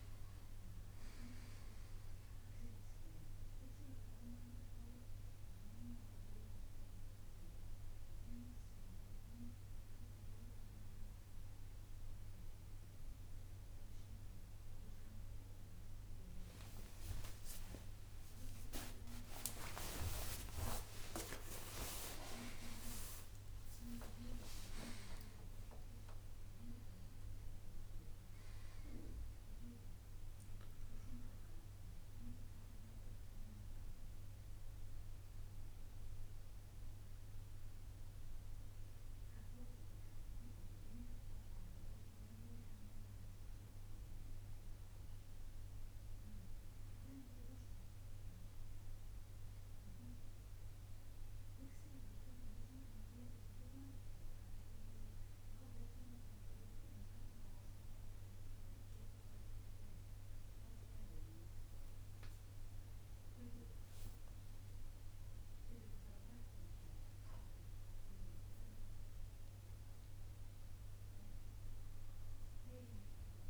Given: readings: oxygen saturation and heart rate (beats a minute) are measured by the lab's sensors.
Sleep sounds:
a person awake in a sleep study, by a room microphone; 1
39.00-73.50 s: new sleep stage, N1 (lightest sleep)
40.00-68.50 s: obstructive apnea (oxygen 98% before, 91% lowest, heart rate 127 before, 94 extreme, up 11 after)
From the record:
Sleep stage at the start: awake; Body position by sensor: on the right side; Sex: male

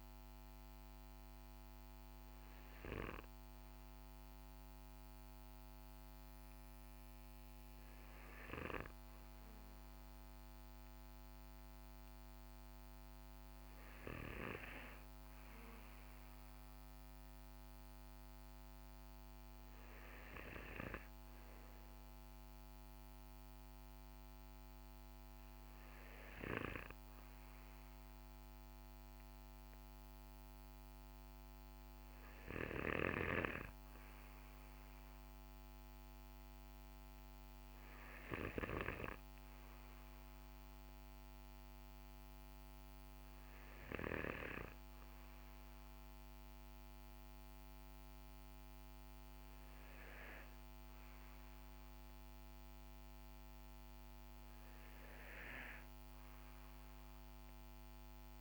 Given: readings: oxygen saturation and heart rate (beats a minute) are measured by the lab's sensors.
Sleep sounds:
breathing in sleep by a microphone on the trachea; none
none scored
From the record:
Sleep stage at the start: N2 (light sleep); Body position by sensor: on the back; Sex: male

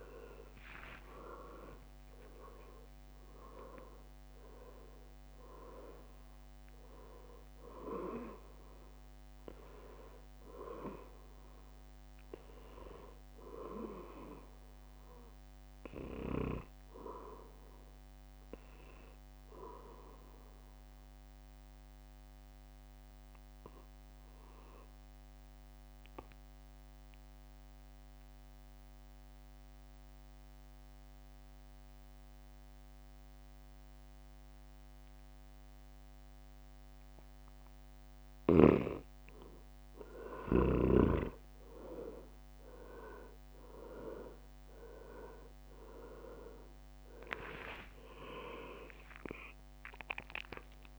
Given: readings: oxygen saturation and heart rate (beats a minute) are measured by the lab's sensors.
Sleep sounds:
breathing in sleep by a microphone on the trachea; 1
0.00-4.00 s: arousal
0.00-11.00 s: drop in pulse transit time (device-marked, heart rate 68 extreme)
0.00-23.00 s: oxygen desaturation (device-marked, oxygen 92% lowest, heart rate 62 extreme)
20.00-38.50 s: obstructive apnea (oxygen 98% before, 93% lowest, heart rate 70 before, 62 extreme, up 7 after)
42.00-50.99 s: drop in pulse transit time (device-marked, heart rate 65 before, 68 extreme)
42.00-50.99 s: oxygen desaturation (device-marked, oxygen 99% before, 93% lowest, heart rate 65 before, 62 extreme)
46.00-50.00 s: arousal
47.00-49.00 s: leg movement (device-marked)
From the record:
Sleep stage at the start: N2 (light sleep); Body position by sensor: on the back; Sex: male

